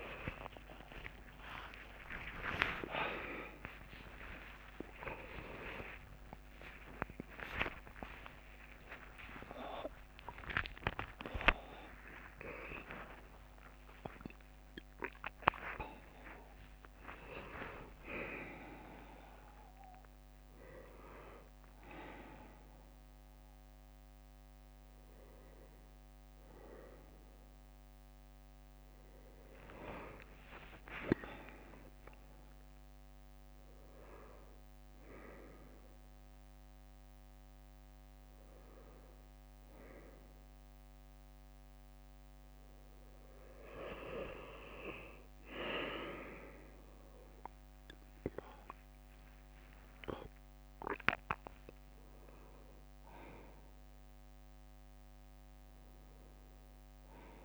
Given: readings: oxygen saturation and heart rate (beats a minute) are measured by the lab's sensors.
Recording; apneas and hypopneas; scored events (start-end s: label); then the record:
a person awake in a sleep study, by a microphone on the trachea; none
0.00-9.50 s: tachycardia (device-marked, heart rate 150 extreme)
0.50-2.50 s: long interval between heartbeats (device-marked, heart rate 68 before, 89 extreme)
3.00-5.00 s: long interval between heartbeats (device-marked, heart rate 71 before, 131 extreme)
5.00-7.00 s: long interval between heartbeats (device-marked, heart rate 77 before, 138 extreme)
7.50-9.50 s: long interval between heartbeats (device-marked, heart rate 88 before, 126 extreme)
9.50-11.50 s: long interval between heartbeats (device-marked, heart rate 95 before, 119 extreme)
12.00-14.00 s: long interval between heartbeats (device-marked, heart rate 100 before, 98 extreme)
18.00-20.00 s: long interval between heartbeats (device-marked, heart rate 109 before, 98 extreme)
43.50-45.50 s: bradycardia (device-marked, heart rate 66 before, 62 extreme)
46.00-52.00 s: leg movement (device-marked)
50.00-52.00 s: long interval between heartbeats (device-marked, heart rate 63 before, 90 extreme)
50.50-52.50 s: tachycardia (device-marked, heart rate 66 before, 94 extreme)
From the record:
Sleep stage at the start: awake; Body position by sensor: on the right side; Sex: male